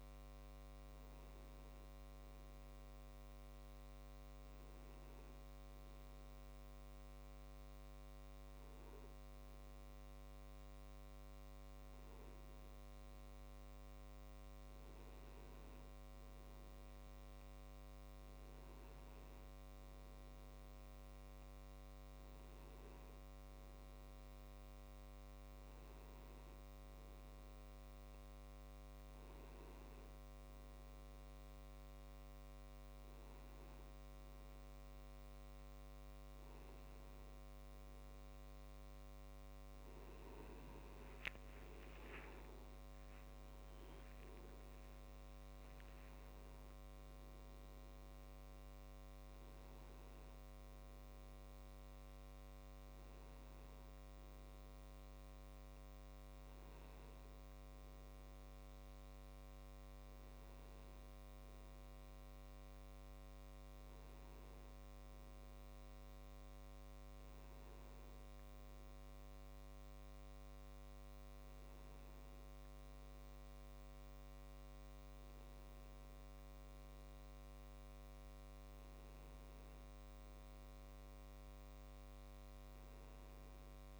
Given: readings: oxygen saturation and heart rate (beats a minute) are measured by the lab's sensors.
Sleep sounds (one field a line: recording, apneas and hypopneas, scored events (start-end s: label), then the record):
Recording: breathing in sleep, hard to hear, by a microphone on the trachea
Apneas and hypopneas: none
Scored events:
25.50-84.00 s: new sleep stage, N1 (lightest sleep)
38.50-40.50 s: tachycardia (device-marked)
42.00-46.00 s: arousal
From the record:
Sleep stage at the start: N2 (light sleep)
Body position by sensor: on the back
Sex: male